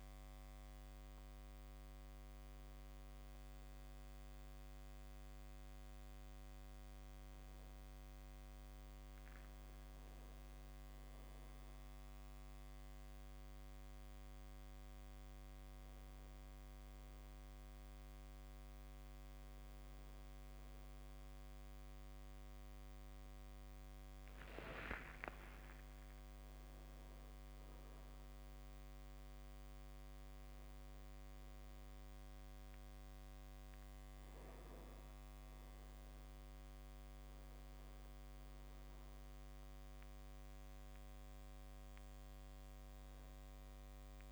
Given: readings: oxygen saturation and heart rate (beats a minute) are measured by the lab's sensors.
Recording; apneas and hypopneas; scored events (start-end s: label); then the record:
a person awake in a sleep study, hard to hear, by a microphone on the trachea; none
none scored
From the record:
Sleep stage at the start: awake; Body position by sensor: on the back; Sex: male